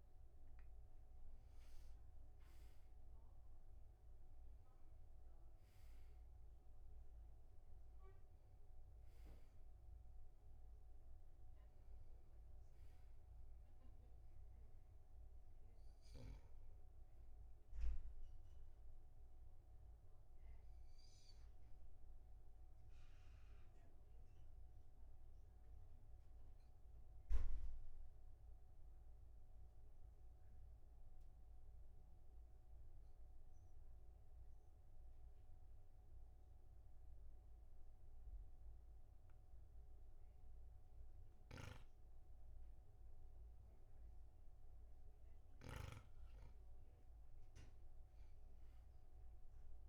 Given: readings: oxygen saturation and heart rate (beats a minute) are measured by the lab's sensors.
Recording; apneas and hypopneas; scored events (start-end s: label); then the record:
breathing in sleep, hard to hear, by a room microphone; 1
0.00-2.00 s: arousal
17.00-33.00 s: oxygen desaturation (device-marked, oxygen 98% before, 95% lowest, heart rate 49 before, 46 extreme)
19.50-45.50 s: obstructive apnea (oxygen 99% before, 95% lowest, heart rate 50 before, 46 extreme, up 4 after)
42.00-46.50 s: snoring (device-marked)
From the record:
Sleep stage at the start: N2 (light sleep); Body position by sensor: on the back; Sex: male